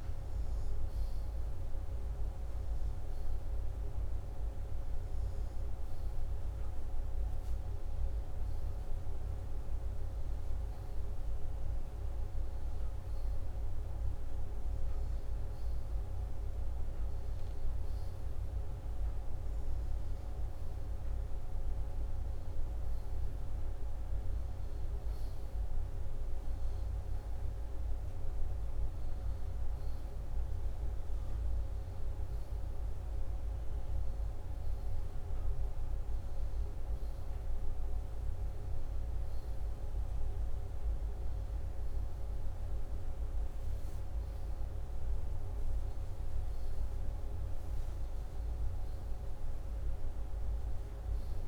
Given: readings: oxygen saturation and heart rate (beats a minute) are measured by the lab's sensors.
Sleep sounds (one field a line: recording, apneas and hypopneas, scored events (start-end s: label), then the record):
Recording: breathing in sleep, hard to hear, by a room microphone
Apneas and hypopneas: none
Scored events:
none scored
From the record:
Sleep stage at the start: N2 (light sleep)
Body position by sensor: upright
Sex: male